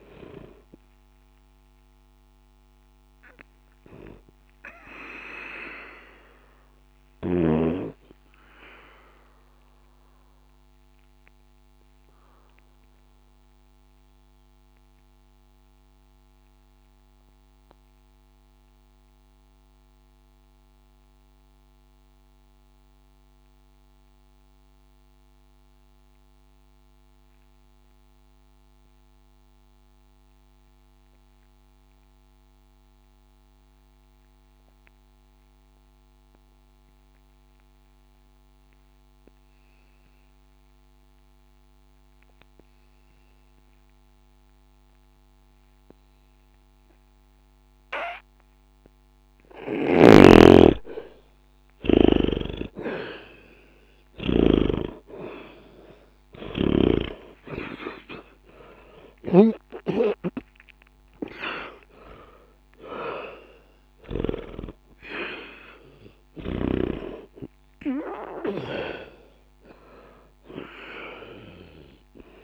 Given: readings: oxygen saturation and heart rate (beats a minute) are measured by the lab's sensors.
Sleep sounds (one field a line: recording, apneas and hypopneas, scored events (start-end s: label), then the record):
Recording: breathing in sleep by a microphone on the trachea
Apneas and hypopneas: 1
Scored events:
0.00-22.50 s: oxygen desaturation (device-marked, oxygen 73% lowest, heart rate 59 extreme)
4.50-49.50 s: obstructive apnea (oxygen 94% before, 68% lowest, heart rate 72 before, 60 extreme, up 0 after)
41.50-72.44 s: oxygen desaturation (device-marked, oxygen 99% before, 68% lowest, heart rate 60 before, 60 extreme)
50.00-54.50 s: snoring (device-marked)
54.50-59.00 s: arousal
From the record:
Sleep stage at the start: N2 (light sleep)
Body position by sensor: on the back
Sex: male